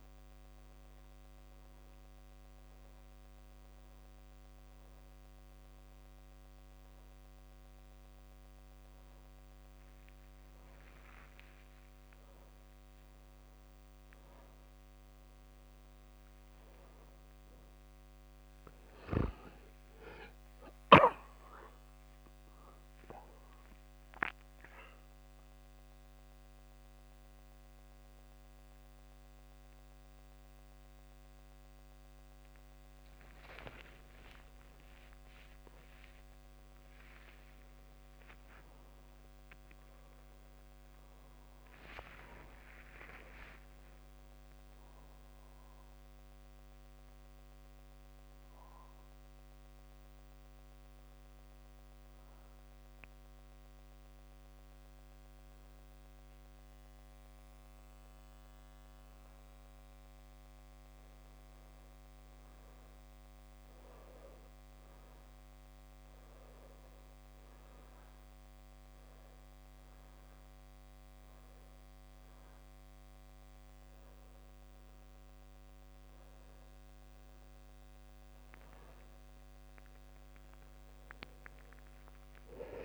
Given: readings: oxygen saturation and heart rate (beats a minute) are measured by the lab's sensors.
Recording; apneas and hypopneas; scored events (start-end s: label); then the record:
breathing in sleep by a microphone on the trachea; 2
0.00-19.50 s: oxygen desaturation (device-marked, oxygen 93% lowest, heart rate 55 extreme)
0.50-11.00 s: hypopnea (oxygen 99% before, 93% lowest, heart rate 57 before, 56 extreme, up 2 after)
8.50-82.85 s: new sleep stage, N2 (light sleep)
33.00-36.50 s: arousal
36.50-45.50 s: drop in pulse transit time (device-marked, heart rate 58 before, 55 extreme)
41.50-43.50 s: long interval between heartbeats (device-marked, heart rate 57 before, 60 extreme)
44.00-46.00 s: long interval between heartbeats (device-marked, heart rate 58 before, 75 extreme)
48.00-59.50 s: hypopnea (oxygen 99% before, 95% lowest, heart rate 60 before, 28 extreme, up 22 after)
52.50-54.50 s: long interval between heartbeats (device-marked, heart rate 56 before, 38 extreme)
55.50-64.50 s: drop in pulse transit time (device-marked, heart rate 53 before, 46 extreme)
63.00-65.50 s: arousal
69.50-71.50 s: long interval between heartbeats (device-marked, heart rate 42 before, 46 extreme)
72.50-82.85 s: oxygen desaturation (device-marked, oxygen 98% before, 95% lowest, heart rate 44 before, 29 extreme)
80.50-82.85 s: drop in pulse transit time (device-marked, heart rate 39 before, 29 extreme)
From the record:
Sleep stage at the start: N1 (lightest sleep); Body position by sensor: on the back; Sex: male